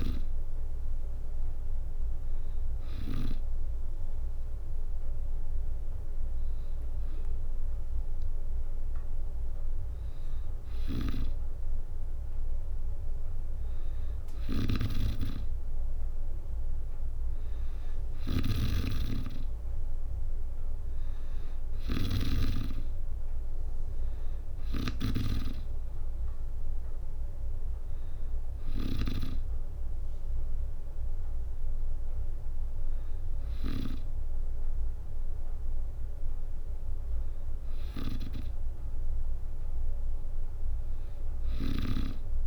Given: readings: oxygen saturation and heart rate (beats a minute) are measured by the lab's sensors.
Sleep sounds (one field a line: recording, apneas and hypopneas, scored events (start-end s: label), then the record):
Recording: breathing in sleep by a room microphone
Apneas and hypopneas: none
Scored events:
10.00-33.50 s: snoring (device-marked)
41.00-42.47 s: snoring (device-marked)
From the record:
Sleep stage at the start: N2 (light sleep)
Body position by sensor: on the back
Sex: female